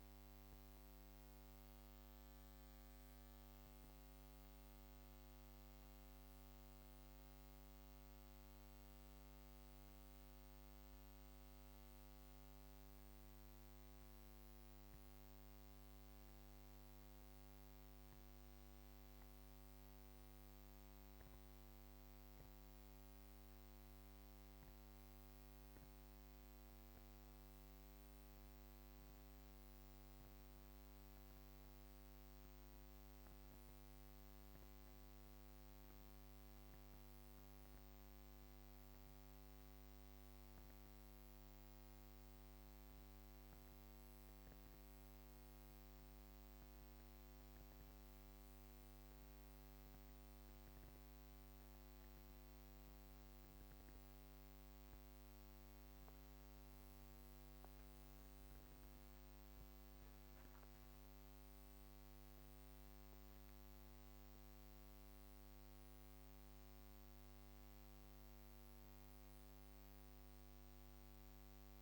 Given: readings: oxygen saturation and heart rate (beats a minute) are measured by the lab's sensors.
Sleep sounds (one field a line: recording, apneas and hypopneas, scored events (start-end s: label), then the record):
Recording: breathing in sleep, hard to hear, by a microphone on the trachea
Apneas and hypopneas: 1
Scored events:
18.00-29.50 s: obstructive apnea (oxygen 99% before, 95% lowest, heart rate 50 before, 37 extreme)
32.50-36.50 s: arousal
From the record:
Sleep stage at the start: N2 (light sleep)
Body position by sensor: on the back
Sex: female